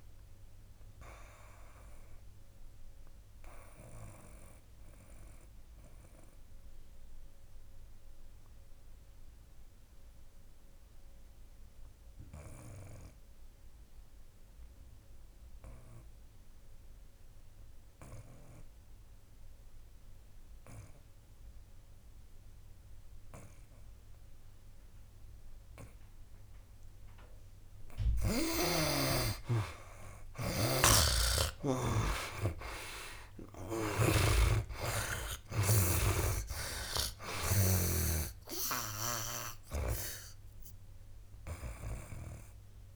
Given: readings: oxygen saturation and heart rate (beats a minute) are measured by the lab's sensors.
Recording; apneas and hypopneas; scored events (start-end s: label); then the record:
breathing in sleep by a room microphone; 1
0.00-22.50 s: oxygen desaturation (device-marked, oxygen 74% lowest, heart rate 66 extreme)
2.00-28.00 s: mixed apnea (oxygen 98% before, 73% lowest, heart rate 76 before, 65 extreme, up 11 after)
32.00-36.00 s: arousal
35.50-42.96 s: oxygen desaturation (device-marked, oxygen 99% before, 73% lowest, heart rate 69 before, 64 extreme)
36.00-39.50 s: snoring (device-marked)
From the record:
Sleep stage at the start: N2 (light sleep); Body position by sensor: on the back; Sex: male